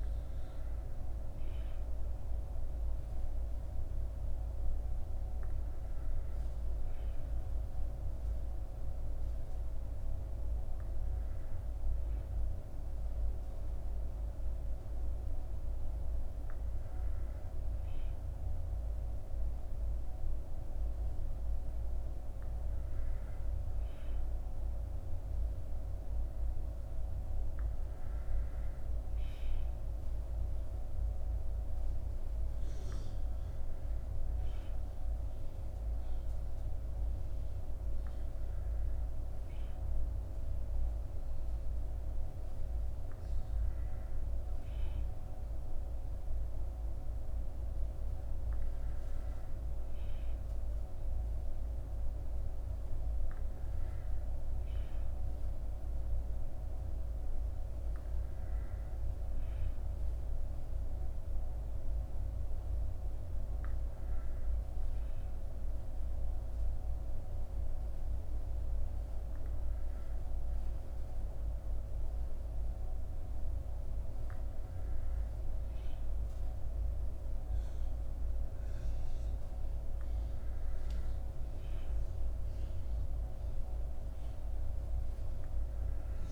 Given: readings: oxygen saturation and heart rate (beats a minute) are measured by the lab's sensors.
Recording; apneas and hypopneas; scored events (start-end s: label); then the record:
breathing in sleep, hard to hear, by a room microphone; none
none scored
From the record:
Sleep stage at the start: N1 (lightest sleep); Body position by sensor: on the back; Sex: male